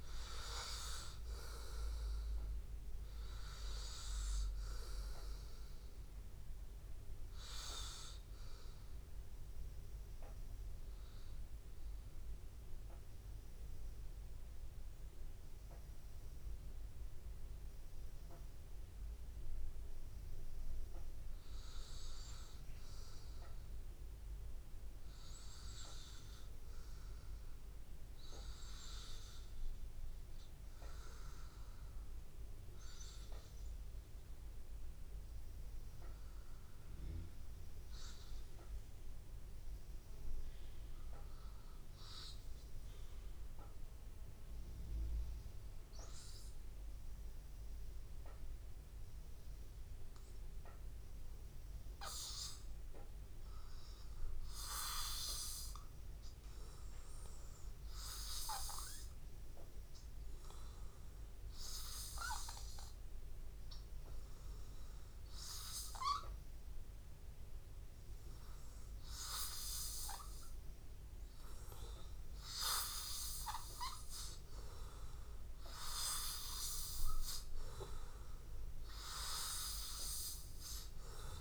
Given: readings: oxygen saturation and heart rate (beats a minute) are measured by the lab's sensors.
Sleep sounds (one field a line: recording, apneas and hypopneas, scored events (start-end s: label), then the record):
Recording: breathing in sleep by a room microphone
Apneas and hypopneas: 1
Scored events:
0.00-6.00 s: oxygen desaturation (device-marked, oxygen 93% lowest, heart rate 83 extreme)
9.50-37.00 s: mixed apnea (oxygen 99% before, 93% lowest, heart rate 85 before, 81 extreme, up 0 after)
39.00-42.50 s: arousal
58.00-75.00 s: oxygen desaturation (device-marked, oxygen 96% before, 93% lowest, heart rate 81 before, 82 extreme)
79.00-81.41 s: arousal
From the record:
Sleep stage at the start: N2 (light sleep)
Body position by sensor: on the back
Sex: male